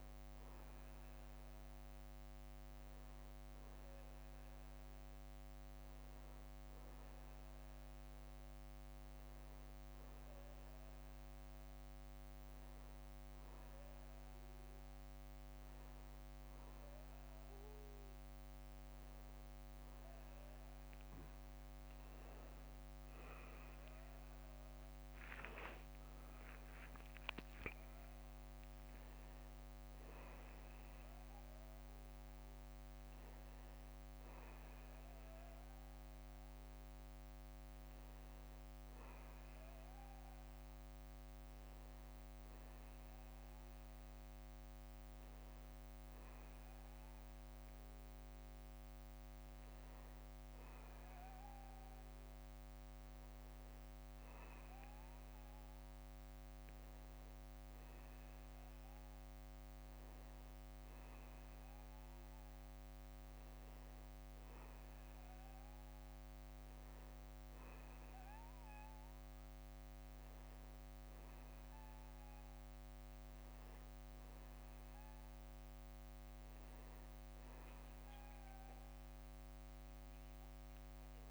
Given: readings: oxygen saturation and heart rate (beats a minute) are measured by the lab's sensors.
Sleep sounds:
a person awake in a sleep study, hard to hear, by a microphone on the trachea; none
0.00-1.00 s: long interval between heartbeats (device-marked, heart rate 80 extreme)
11.00-13.00 s: long interval between heartbeats (device-marked, heart rate 66 before, 64 extreme)
13.00-15.00 s: long interval between heartbeats (device-marked, heart rate 66 before, 73 extreme)
15.00-17.00 s: long interval between heartbeats (device-marked, heart rate 68 before, 84 extreme)
18.00-20.00 s: long interval between heartbeats (device-marked, heart rate 71 before, 90 extreme)
20.00-22.00 s: long interval between heartbeats (device-marked, heart rate 73 before, 77 extreme)
26.50-28.50 s: long interval between heartbeats (device-marked, heart rate 73 before, 73 extreme)
29.50-31.50 s: long interval between heartbeats (device-marked, heart rate 75 before, 87 extreme)
31.50-33.50 s: long interval between heartbeats (device-marked, heart rate 78 before, 99 extreme)
31.50-34.50 s: tachycardia (device-marked, heart rate 66 before, 104 extreme)
34.50-36.50 s: long interval between heartbeats (device-marked, heart rate 82 before, 102 extreme)
35.50-38.50 s: tachycardia (device-marked, heart rate 66 before, 106 extreme)
37.00-39.00 s: long interval between heartbeats (device-marked, heart rate 84 before, 94 extreme)
39.00-41.00 s: long interval between heartbeats (device-marked, heart rate 85 before, 102 extreme)
43.00-45.00 s: long interval between heartbeats (device-marked, heart rate 90 before, 89 extreme)
46.50-81.31 s: new sleep stage, N1 (lightest sleep)
47.00-49.00 s: long interval between heartbeats (device-marked, heart rate 95 before, 85 extreme)
49.50-51.50 s: long interval between heartbeats (device-marked, heart rate 97 before, 93 extreme)
51.50-53.50 s: long interval between heartbeats (device-marked, heart rate 98 before, 87 extreme)
55.00-57.00 s: long interval between heartbeats (device-marked, heart rate 96 before, 87 extreme)
57.00-59.00 s: long interval between heartbeats (device-marked, heart rate 95 before, 87 extreme)
62.50-64.50 s: long interval between heartbeats (device-marked, heart rate 87 before, 68 extreme)
64.50-66.50 s: long interval between heartbeats (device-marked, heart rate 85 before, 71 extreme)
68.00-70.00 s: long interval between heartbeats (device-marked, heart rate 82 before, 93 extreme)
70.50-72.50 s: long interval between heartbeats (device-marked, heart rate 82 before, 86 extreme)
73.00-75.00 s: long interval between heartbeats (device-marked, heart rate 82 before, 89 extreme)
79.00-81.00 s: long interval between heartbeats (device-marked, heart rate 78 before, 68 extreme)
From the record:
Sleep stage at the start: awake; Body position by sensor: on the back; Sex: male

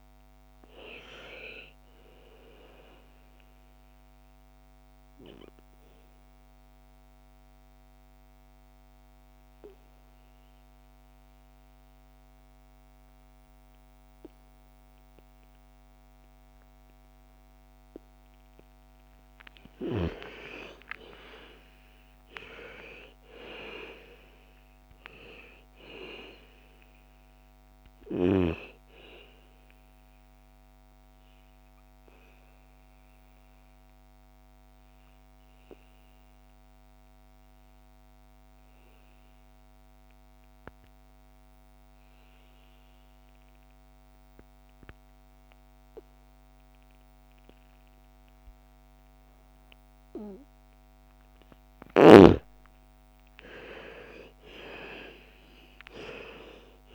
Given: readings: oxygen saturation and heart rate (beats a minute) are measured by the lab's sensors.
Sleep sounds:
breathing in sleep by a microphone on the trachea; 2
0.00-6.00 s: oxygen desaturation (device-marked, oxygen 83% lowest, heart rate 56 extreme)
4.50-17.50 s: obstructive apnea (oxygen 97% before, 84% lowest, heart rate 67 before, 56 extreme, up 13 after)
20.00-25.50 s: arousal
23.00-40.00 s: oxygen desaturation (device-marked, oxygen 98% before, 89% lowest, heart rate 60 before, 56 extreme)
30.00-51.00 s: obstructive apnea (oxygen 99% before, 83% lowest, heart rate 61 before, 56 extreme, up 13 after)
52.00-56.95 s: oxygen desaturation (device-marked, oxygen 99% before, 84% lowest, heart rate 58 before, 56 extreme)
53.00-56.95 s: arousal
From the record:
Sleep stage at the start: N2 (light sleep); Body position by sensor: on the back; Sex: female

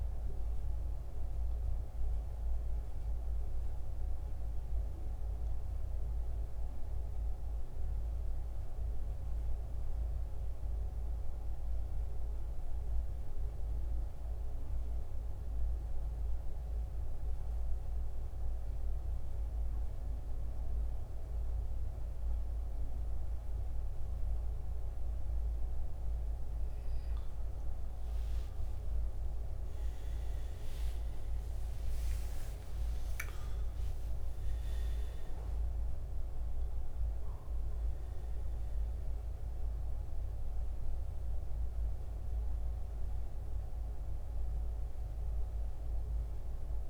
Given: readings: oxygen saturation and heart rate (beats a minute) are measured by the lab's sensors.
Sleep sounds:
breathing in sleep, hard to hear, by a room microphone; 1
0.00-8.00 s: oxygen desaturation (device-marked, oxygen 86% lowest, heart rate 64 extreme)
11.00-46.90 s: new sleep stage, N2 (light sleep)
11.50-26.00 s: central apnea (oxygen 96% before, 86% lowest, heart rate 75 before, 64 extreme, up 15 after)
28.00-32.50 s: arousal
41.00-46.90 s: oxygen desaturation (device-marked, oxygen 93% before, 86% lowest, heart rate 72 before, 62 extreme)
From the record:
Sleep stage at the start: N1 (lightest sleep); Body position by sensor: on the back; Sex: male

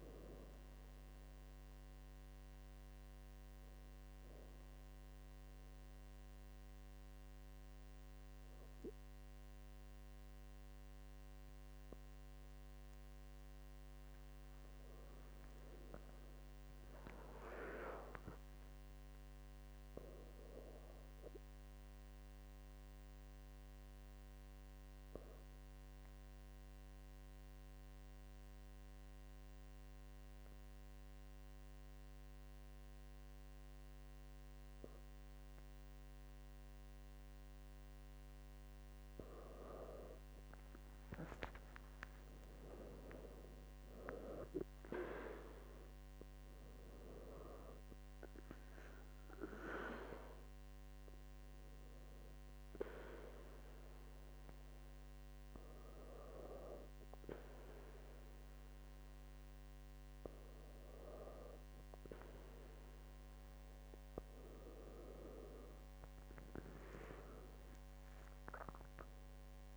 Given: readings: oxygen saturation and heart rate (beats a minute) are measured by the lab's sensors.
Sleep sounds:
breathing in sleep by a microphone on the trachea; 3
2.00-13.00 s: obstructive apnea (oxygen 98% before, 96% lowest, heart rate 75 before, 65 extreme, up 7 after)
14.50-17.00 s: arousal
22.50-39.00 s: obstructive apnea (oxygen 98% before, 96% lowest, heart rate 71 before, 65 extreme, up 9 after)
41.00-45.00 s: arousal
50.50-62.00 s: hypopnea (oxygen 99% before, 94% lowest, heart rate 68 before, 66 extreme, up 8 after)
64.00-68.00 s: arousal
From the record:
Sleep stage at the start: N2 (light sleep); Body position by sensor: on the back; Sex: female

